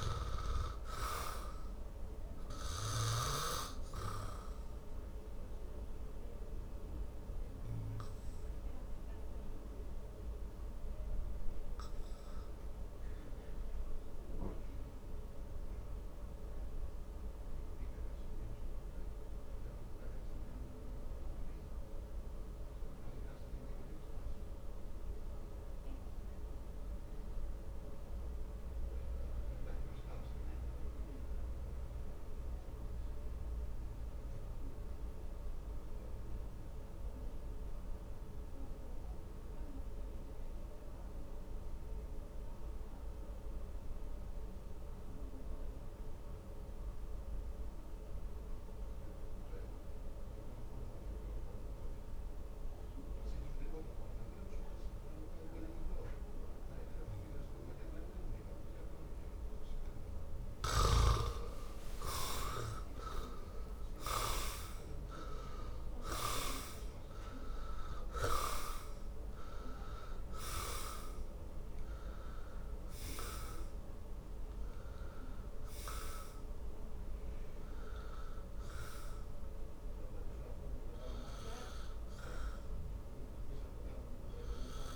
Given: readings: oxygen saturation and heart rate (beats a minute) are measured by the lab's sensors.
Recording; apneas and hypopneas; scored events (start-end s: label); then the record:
breathing in sleep by a room microphone; 1
0.00-3.50 s: snoring (device-marked)
4.00-59.50 s: obstructive apnea (oxygen 98% before, 75% lowest, heart rate 59 before, 50 extreme, up 19 after)
21.50-38.50 s: oxygen desaturation (device-marked, oxygen 97% before, 87% lowest, heart rate 55 before, 50 extreme)
54.50-84.96 s: oxygen desaturation (device-marked, oxygen 97% before, 75% lowest, heart rate 52 before, 51 extreme)
62.00-67.00 s: arousal
From the record:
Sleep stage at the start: N2 (light sleep); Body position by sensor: on the back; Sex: male